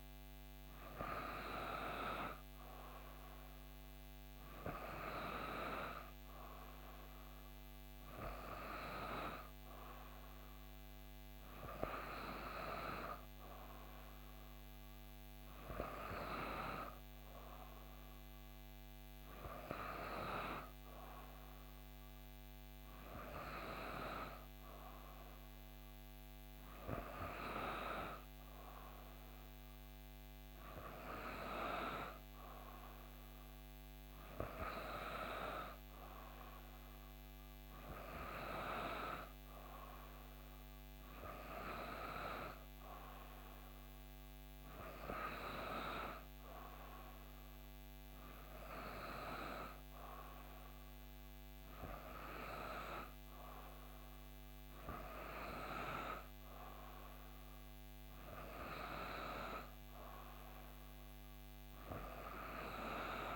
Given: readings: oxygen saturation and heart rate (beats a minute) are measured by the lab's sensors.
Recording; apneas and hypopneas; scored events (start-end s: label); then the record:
breathing in sleep by a microphone on the trachea; none
none scored
From the record:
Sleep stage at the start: N3 (deep sleep); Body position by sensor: on the back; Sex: female